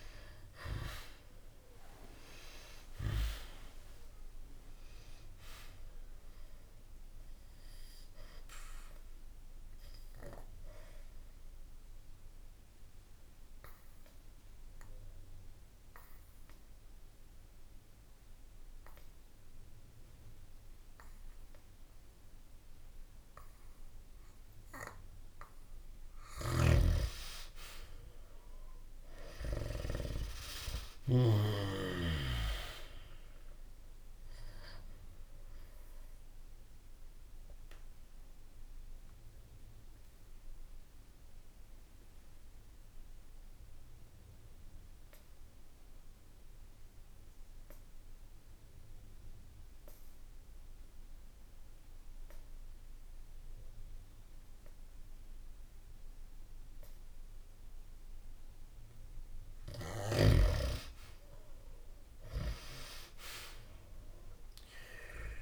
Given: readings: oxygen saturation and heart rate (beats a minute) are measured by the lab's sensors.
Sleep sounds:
breathing in sleep by a room microphone; 2
0.00-2.50 s: arousal
5.50-19.50 s: oxygen desaturation (device-marked, oxygen 97% before, 92% lowest, heart rate 67 before, 64 extreme)
8.00-25.00 s: obstructive apnea (oxygen 98% before, 90% lowest, heart rate 67 before, 64 extreme, up 1 after)
26.00-30.00 s: snoring (device-marked)
27.00-30.50 s: arousal
34.50-50.50 s: oxygen desaturation (device-marked, oxygen 97% before, 92% lowest, heart rate 66 before, 62 extreme)
34.50-59.00 s: obstructive apnea (oxygen 97% before, 90% lowest, heart rate 66 before, 62 extreme)
62.00-65.42 s: arousal
From the record:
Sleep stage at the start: N2 (light sleep); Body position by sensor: on the back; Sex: male

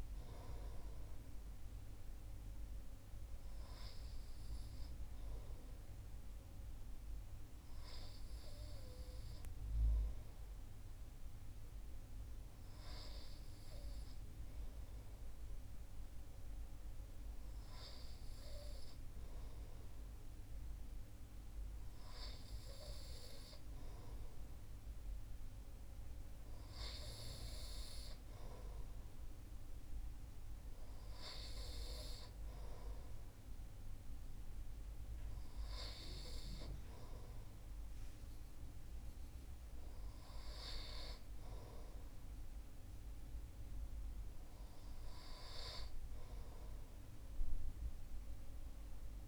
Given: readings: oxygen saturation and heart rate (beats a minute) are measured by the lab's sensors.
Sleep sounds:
breathing in sleep by a room microphone; none
none scored
From the record:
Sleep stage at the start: N2 (light sleep); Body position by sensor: on the right side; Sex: male

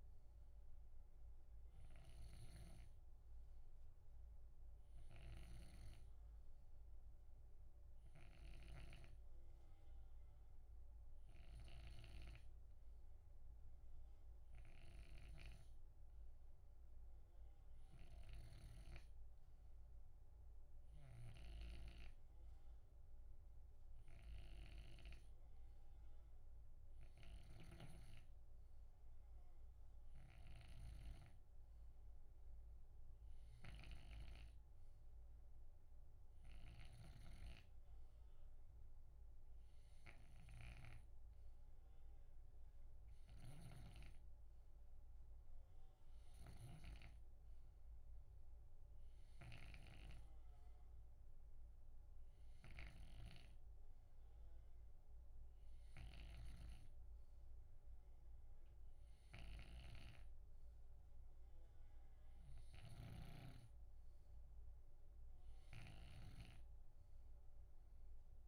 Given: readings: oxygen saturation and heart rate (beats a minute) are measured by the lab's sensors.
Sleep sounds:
breathing in sleep by a room microphone; none
0.00-68.48 s: snoring (device-marked)
From the record:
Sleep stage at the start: N2 (light sleep); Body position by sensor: on the left side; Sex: male

